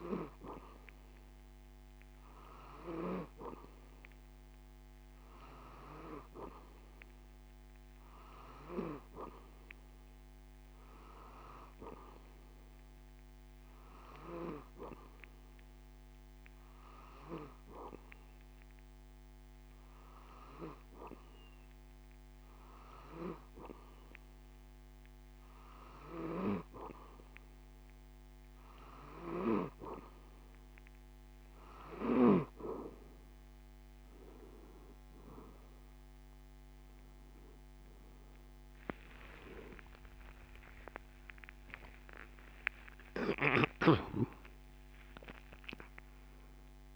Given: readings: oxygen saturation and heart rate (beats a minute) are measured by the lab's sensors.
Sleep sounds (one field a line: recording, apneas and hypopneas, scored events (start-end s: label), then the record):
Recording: breathing in sleep by a microphone on the trachea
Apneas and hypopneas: none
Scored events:
39.50-45.00 s: arousal
From the record:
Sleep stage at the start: N2 (light sleep)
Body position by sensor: on the back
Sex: male